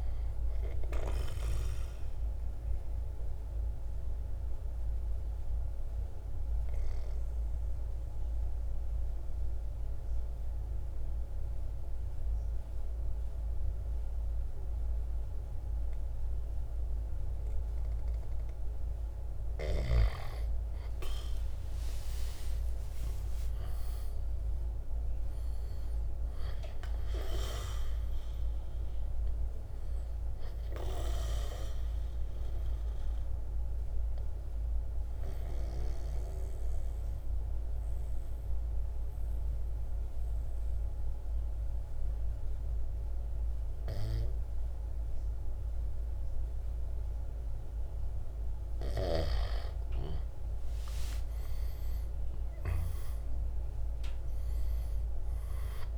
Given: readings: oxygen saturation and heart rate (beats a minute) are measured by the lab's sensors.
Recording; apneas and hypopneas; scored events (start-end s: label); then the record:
breathing in sleep by a room microphone; 2
0.00-5.50 s: drop in pulse transit time (device-marked, heart rate 57 extreme)
2.50-18.00 s: obstructive apnea (oxygen 97% before, 90% lowest, heart rate 59 before, 53 extreme, up 12 after)
4.50-17.50 s: oxygen desaturation (device-marked, oxygen 97% before, 90% lowest, heart rate 59 before, 53 extreme)
20.50-25.50 s: arousal
22.50-34.50 s: drop in pulse transit time (device-marked, heart rate 56 before, 57 extreme)
26.50-48.50 s: oxygen desaturation (device-marked, oxygen 98% before, 90% lowest, heart rate 57 before, 53 extreme)
30.50-47.50 s: obstructive apnea (oxygen 98% before, 90% lowest, heart rate 59 before, 54 extreme, up 6 after)
49.50-53.00 s: arousal
53.50-55.98 s: drop in pulse transit time (device-marked, heart rate 56 before, 56 extreme)
From the record:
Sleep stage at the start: N2 (light sleep); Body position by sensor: on the right side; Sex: male